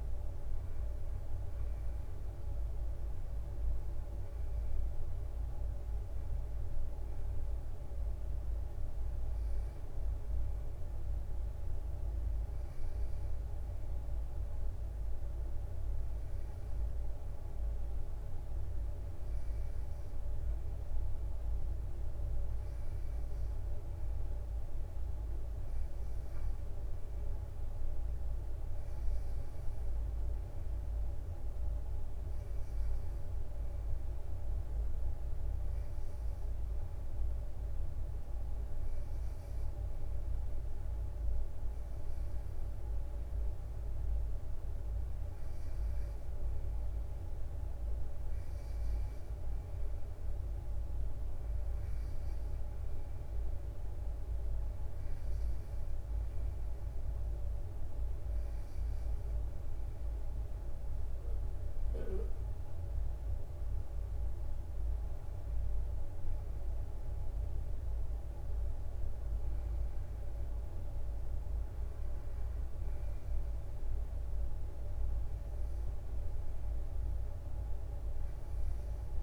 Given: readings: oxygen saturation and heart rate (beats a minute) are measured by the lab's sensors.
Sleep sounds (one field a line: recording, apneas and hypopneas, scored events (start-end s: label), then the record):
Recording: breathing in sleep, hard to hear, by a room microphone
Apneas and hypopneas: 1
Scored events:
6.50-21.00 s: hypopnea (oxygen 95% before, 93% lowest, heart rate 64 before, 62 extreme, up 2 after)
28.00-31.50 s: arousal
64.00-68.00 s: arousal
From the record:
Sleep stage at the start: N2 (light sleep)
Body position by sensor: on the right side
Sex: male